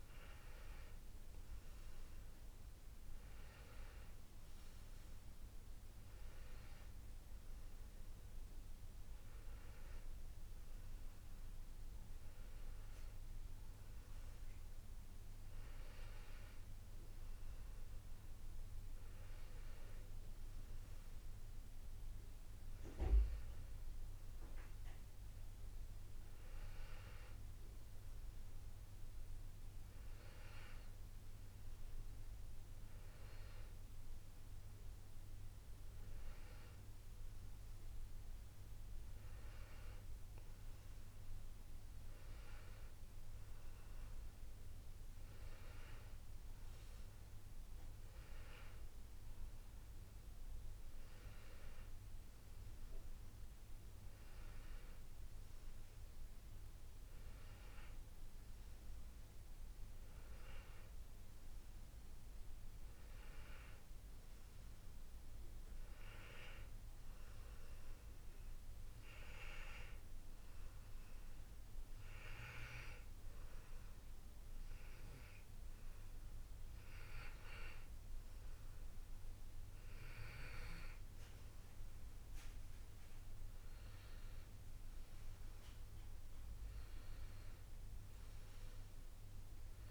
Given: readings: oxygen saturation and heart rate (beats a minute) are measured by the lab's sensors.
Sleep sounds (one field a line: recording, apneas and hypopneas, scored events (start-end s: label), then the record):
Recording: breathing in sleep by a room microphone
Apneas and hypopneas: none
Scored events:
60.50-89.91 s: new sleep stage, N2 (light sleep)
From the record:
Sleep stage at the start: N1 (lightest sleep)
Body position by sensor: on the back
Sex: male